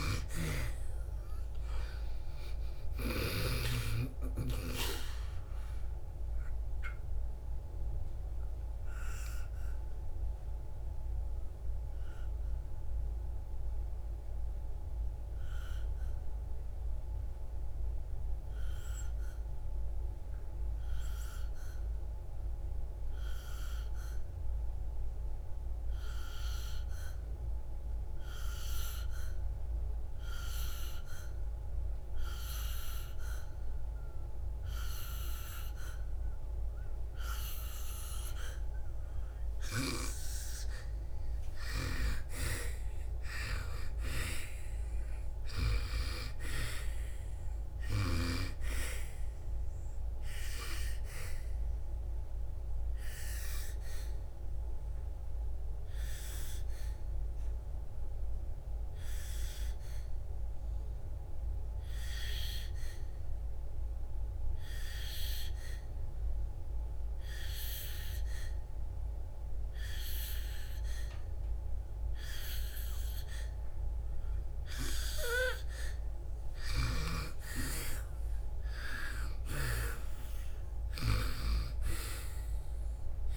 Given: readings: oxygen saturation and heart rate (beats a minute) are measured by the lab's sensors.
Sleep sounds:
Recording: breathing in sleep by a room microphone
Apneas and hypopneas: 2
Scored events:
0.00-5.00 s: arousal
0.00-17.00 s: oxygen desaturation (device-marked, oxygen 89% lowest, heart rate 53 extreme)
6.50-42.50 s: obstructive apnea (oxygen 98% before, 89% lowest, heart rate 65 before, 53 extreme, up 9 after)
38.00-55.00 s: oxygen desaturation (device-marked, oxygen 98% before, 91% lowest, heart rate 59 before, 57 extreme)
44.00-48.50 s: arousal
52.00-75.00 s: obstructive apnea (oxygen 98% before, 90% lowest, heart rate 66 before, 57 extreme, up 11 after)
77.00-81.00 s: arousal
From the record:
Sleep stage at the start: N2 (light sleep)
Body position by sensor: on the back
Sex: female

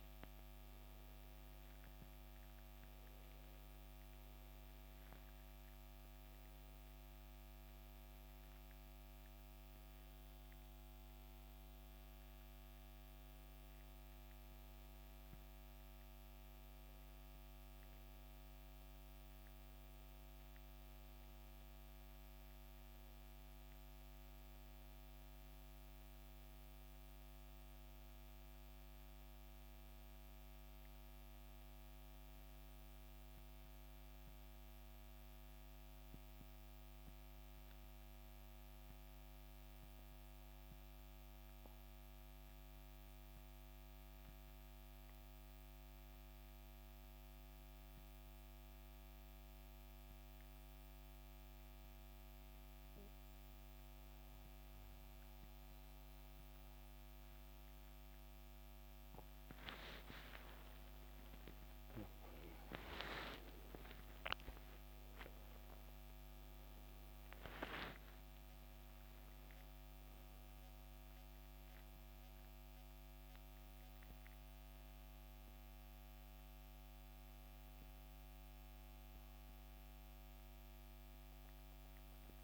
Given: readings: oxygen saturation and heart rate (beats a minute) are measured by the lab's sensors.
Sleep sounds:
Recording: breathing in sleep, hard to hear, by a microphone on the trachea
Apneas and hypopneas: 1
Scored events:
0.00-30.00 s: oxygen desaturation (device-marked, oxygen 85% lowest, heart rate 61 extreme)
32.00-57.50 s: central apnea (oxygen 98% before, 87% lowest, heart rate 71 before, 63 extreme, up 14 after)
50.00-82.44 s: oxygen desaturation (device-marked, oxygen 97% before, 87% lowest, heart rate 67 before, 64 extreme)
59.50-64.50 s: arousal
73.00-82.44 s: new sleep stage, N1 (lightest sleep)
From the record:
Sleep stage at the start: N2 (light sleep)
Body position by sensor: on the back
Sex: male

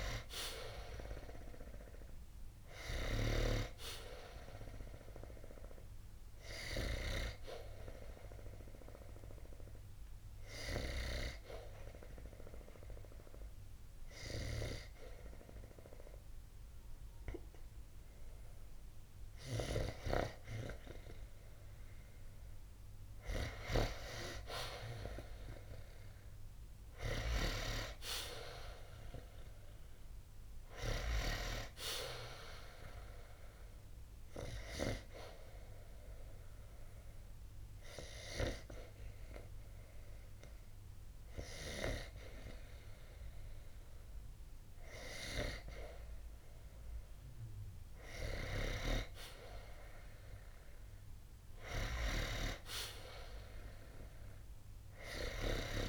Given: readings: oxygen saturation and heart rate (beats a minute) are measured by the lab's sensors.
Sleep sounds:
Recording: breathing in sleep by a room microphone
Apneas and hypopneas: 2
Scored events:
7.00-20.50 s: hypopnea (oxygen 93% before, 90% lowest, heart rate 65 before, 60 extreme, up 4 after)
23.00-27.00 s: arousal
29.50-45.50 s: oxygen desaturation (device-marked, oxygen 94% before, 90% lowest, heart rate 67 before, 60 extreme)
34.00-47.00 s: hypopnea (oxygen 94% before, 90% lowest, heart rate 67 before, 60 extreme, up 17 after)
50.50-53.50 s: arousal
From the record:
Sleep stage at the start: N2 (light sleep)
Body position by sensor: on the back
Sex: male

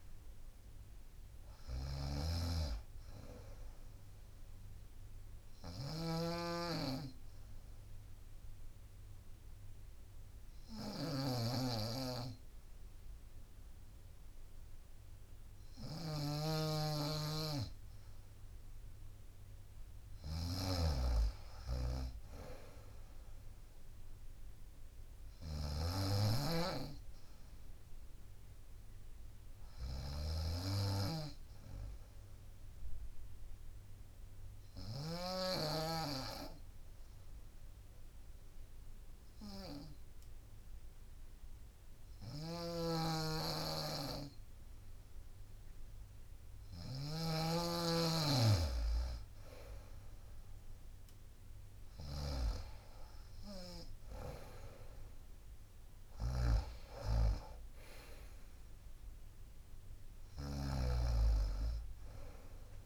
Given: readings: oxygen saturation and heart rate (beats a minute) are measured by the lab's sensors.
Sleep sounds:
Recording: breathing in sleep by a room microphone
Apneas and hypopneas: 2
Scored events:
0.00-3.00 s: drop in pulse transit time (device-marked, heart rate 65 extreme)
0.00-14.00 s: oxygen desaturation (device-marked, oxygen 92% lowest, heart rate 58 extreme)
0.00-35.50 s: snoring (device-marked)
6.00-18.00 s: obstructive apnea (oxygen 96% before, 92% lowest, heart rate 65 before, 58 extreme, up 4 after)
19.50-22.50 s: arousal
33.00-37.00 s: bradycardia (device-marked, heart rate 65 before, 59 extreme)
34.00-47.50 s: obstructive apnea (oxygen 96% before, 92% lowest, heart rate 64 before, 60 extreme, up 9 after)
42.00-62.86 s: snoring (device-marked)
47.00-60.00 s: drop in pulse transit time (device-marked, heart rate 61 before, 65 extreme)
54.00-57.50 s: arousal
From the record:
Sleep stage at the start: N2 (light sleep)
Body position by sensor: on the right side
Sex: female

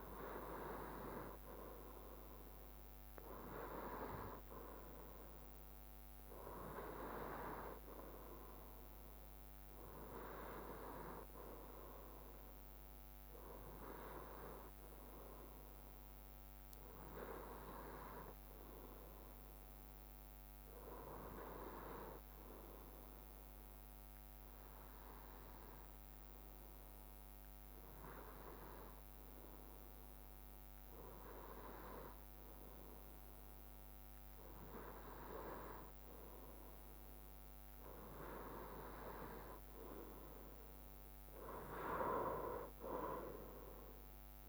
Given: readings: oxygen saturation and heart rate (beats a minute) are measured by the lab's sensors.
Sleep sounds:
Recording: breathing in sleep by a microphone on the trachea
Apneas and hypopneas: 1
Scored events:
22.00-37.00 s: hypopnea (oxygen 94% before, 93% lowest, heart rate 61 before, 61 extreme, up 3 after)
From the record:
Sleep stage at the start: N2 (light sleep)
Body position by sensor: on the right side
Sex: male

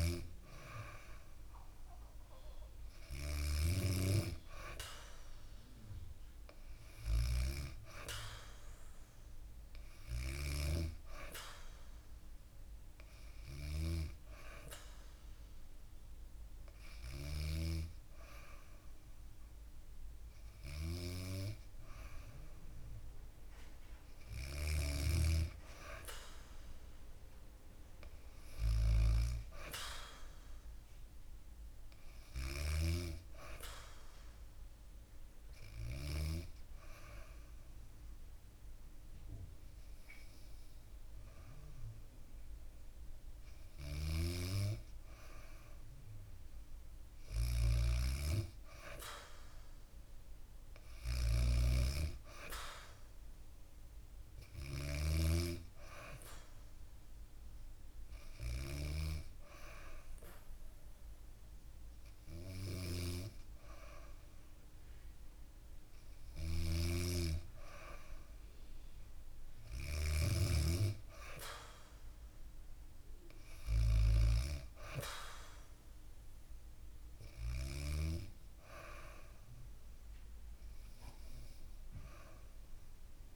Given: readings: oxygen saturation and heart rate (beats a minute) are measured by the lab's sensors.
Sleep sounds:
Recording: breathing in sleep by a room microphone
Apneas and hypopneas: none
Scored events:
0.00-3.00 s: snoring (device-marked)
9.50-35.50 s: snoring (device-marked)
43.00-54.00 s: snoring (device-marked)
61.50-77.50 s: snoring (device-marked)
From the record:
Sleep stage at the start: N2 (light sleep)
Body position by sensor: on the back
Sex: female

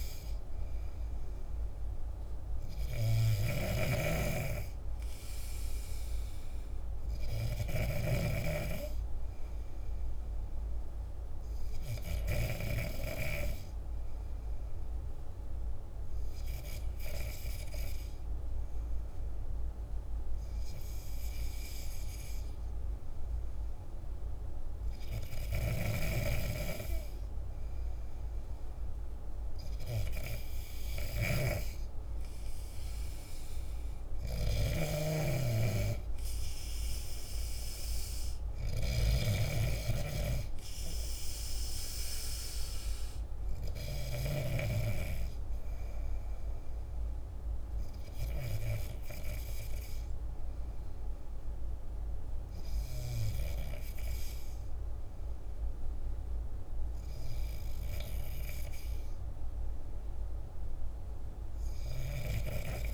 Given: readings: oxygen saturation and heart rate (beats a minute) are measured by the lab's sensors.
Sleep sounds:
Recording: breathing in sleep by a room microphone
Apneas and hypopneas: none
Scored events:
0.00-7.50 s: snoring (device-marked)
25.00-44.00 s: snoring (device-marked)
From the record:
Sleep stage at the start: N2 (light sleep)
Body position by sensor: on the back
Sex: male

